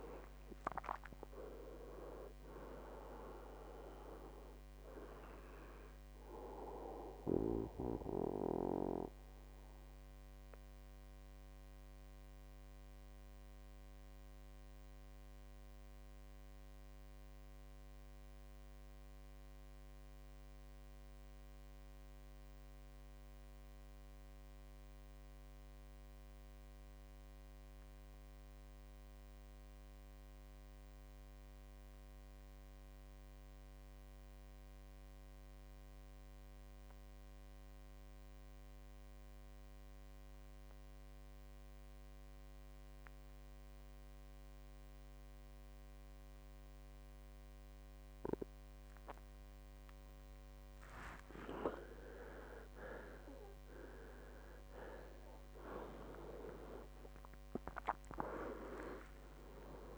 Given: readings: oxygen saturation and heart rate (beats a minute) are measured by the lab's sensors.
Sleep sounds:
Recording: breathing in sleep by a microphone on the trachea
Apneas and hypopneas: 1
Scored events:
0.00-24.50 s: oxygen desaturation (device-marked, oxygen 91% lowest, heart rate 58 extreme)
8.00-51.00 s: mixed apnea (oxygen 99% before, 85% lowest, heart rate 73 before, 58 extreme, up 20 after)
39.50-59.98 s: oxygen desaturation (device-marked, oxygen 98% before, 85% lowest, heart rate 61 before, 56 extreme)
57.00-59.98 s: arousal
From the record:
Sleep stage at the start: N2 (light sleep)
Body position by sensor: on the back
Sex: male

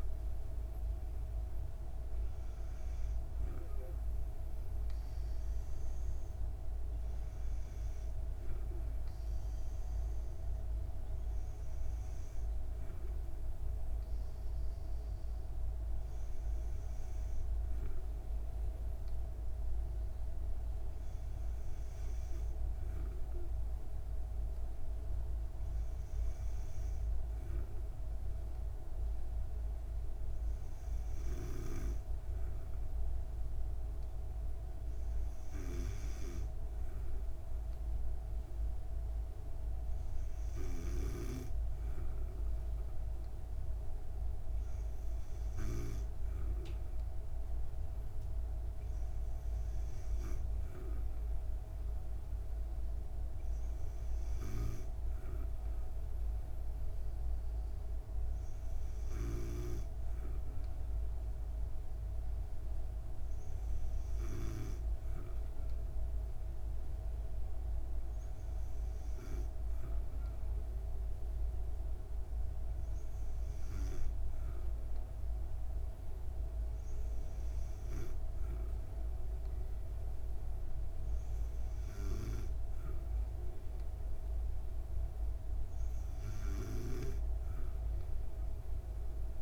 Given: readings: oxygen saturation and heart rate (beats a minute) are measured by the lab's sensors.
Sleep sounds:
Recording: breathing in sleep by a room microphone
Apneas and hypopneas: none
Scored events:
none scored
From the record:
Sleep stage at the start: N2 (light sleep)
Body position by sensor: on the back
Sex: female

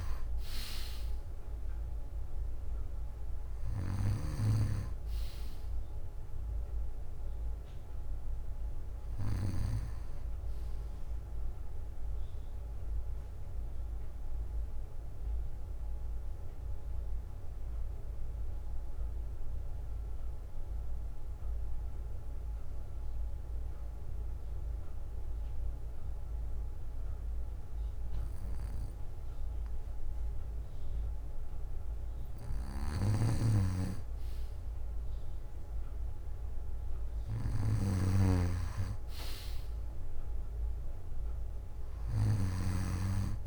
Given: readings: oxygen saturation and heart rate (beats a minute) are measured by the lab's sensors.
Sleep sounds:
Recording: breathing in sleep by a room microphone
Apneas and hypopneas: 1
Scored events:
0.00-2.00 s: bradycardia (device-marked, heart rate 60 before, 57 extreme)
4.00-18.00 s: bradycardia (device-marked, heart rate 60 before, 56 extreme)
17.50-32.50 s: obstructive apnea (oxygen 97% before, 94% lowest, heart rate 58 before, 56 extreme, up 9 after)
20.00-23.00 s: bradycardia (device-marked, heart rate 60 before, 57 extreme)
25.00-27.00 s: bradycardia (device-marked, heart rate 60 before, 59 extreme)
34.00-38.00 s: arousal
42.00-43.47 s: bradycardia (device-marked, heart rate 60 before, 61 extreme)
From the record:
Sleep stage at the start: N2 (light sleep)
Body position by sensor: on the back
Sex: male

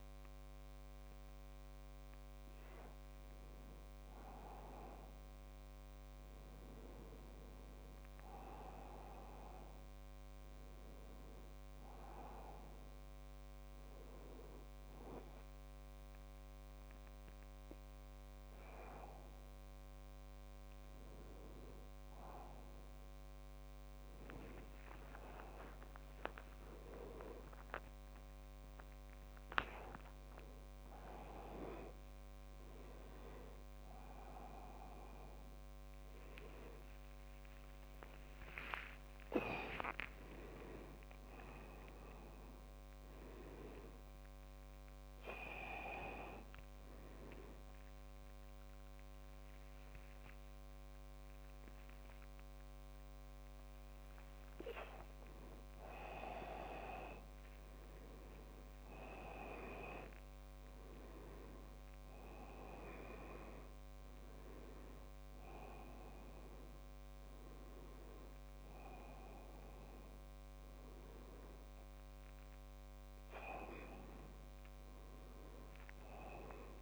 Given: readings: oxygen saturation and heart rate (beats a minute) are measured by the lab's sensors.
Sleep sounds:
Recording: a person awake in a sleep study, by a microphone on the trachea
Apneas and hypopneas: 1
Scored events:
4.00-8.00 s: arousal
13.00-23.50 s: hypopnea (oxygen 97% before, 94% lowest, heart rate 72 before, 68 extreme, up 17 after)
17.00-76.82 s: new sleep stage, awake
30.00-32.00 s: long interval between heartbeats (device-marked, heart rate 72 before, 85 extreme)
39.50-41.50 s: long interval between heartbeats (device-marked, heart rate 76 before, 85 extreme)
46.00-55.00 s: tachycardia (device-marked, heart rate 74 before, 138 extreme)
48.50-50.50 s: long interval between heartbeats (device-marked, heart rate 83 before, 93 extreme)
52.00-54.00 s: long interval between heartbeats (device-marked, heart rate 89 before, 128 extreme)
From the record:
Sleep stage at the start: N1 (lightest sleep)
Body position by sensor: on the back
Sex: male

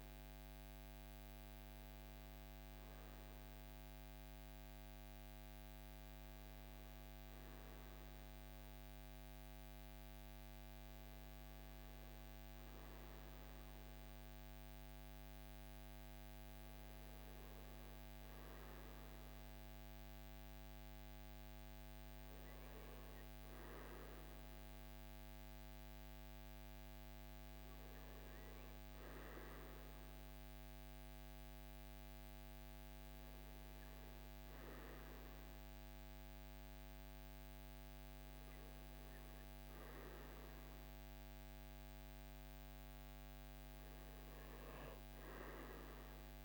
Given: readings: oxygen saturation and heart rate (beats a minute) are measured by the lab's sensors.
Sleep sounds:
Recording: breathing in sleep, hard to hear, by a microphone on the trachea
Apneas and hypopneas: none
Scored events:
29.00-46.45 s: new sleep stage, N2 (light sleep)
From the record:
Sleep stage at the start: REM sleep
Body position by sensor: on the right side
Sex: male

